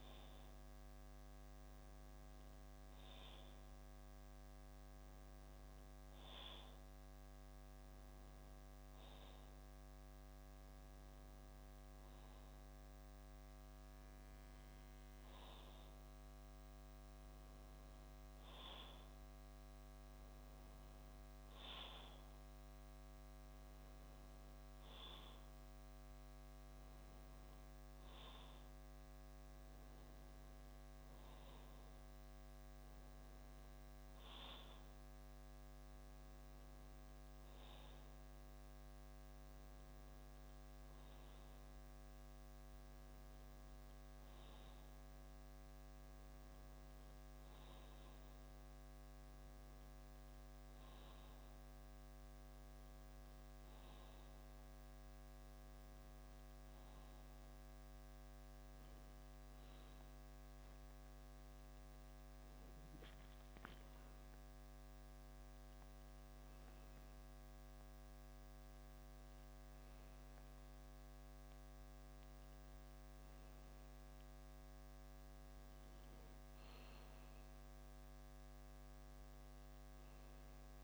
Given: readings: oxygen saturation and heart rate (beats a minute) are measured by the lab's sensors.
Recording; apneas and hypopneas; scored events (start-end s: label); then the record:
breathing in sleep, hard to hear, by a microphone on the trachea; none
73.00-80.84 s: new sleep stage, N1 (lightest sleep)
From the record:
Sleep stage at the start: N2 (light sleep); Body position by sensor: on the back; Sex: male